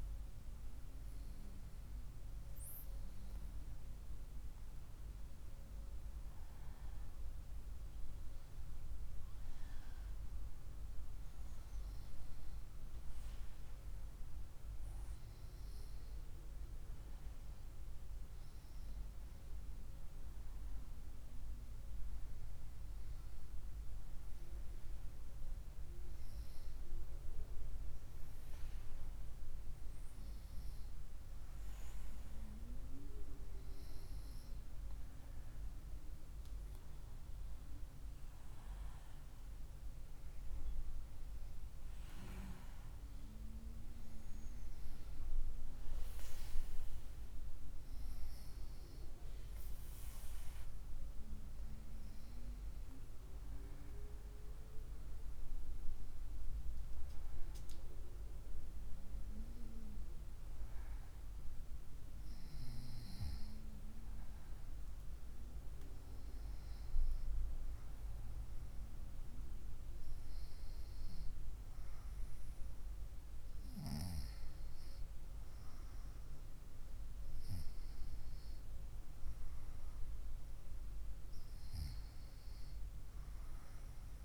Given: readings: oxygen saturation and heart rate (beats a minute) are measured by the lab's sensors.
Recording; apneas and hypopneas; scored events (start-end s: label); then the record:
a person awake in a sleep study, hard to hear, by a room microphone; none
none scored
From the record:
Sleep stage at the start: awake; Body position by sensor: on the right side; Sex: female